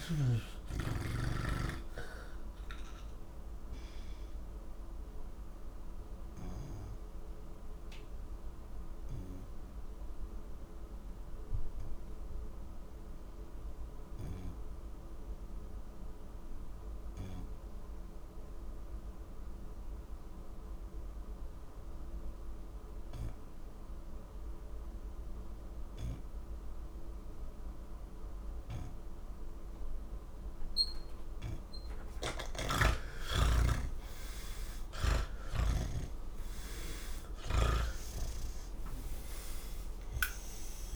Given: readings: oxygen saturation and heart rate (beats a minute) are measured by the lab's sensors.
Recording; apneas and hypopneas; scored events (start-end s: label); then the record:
breathing in sleep by a room microphone; none
31.50-35.50 s: snoring (device-marked)
From the record:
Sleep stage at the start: N3 (deep sleep); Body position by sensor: on the back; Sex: male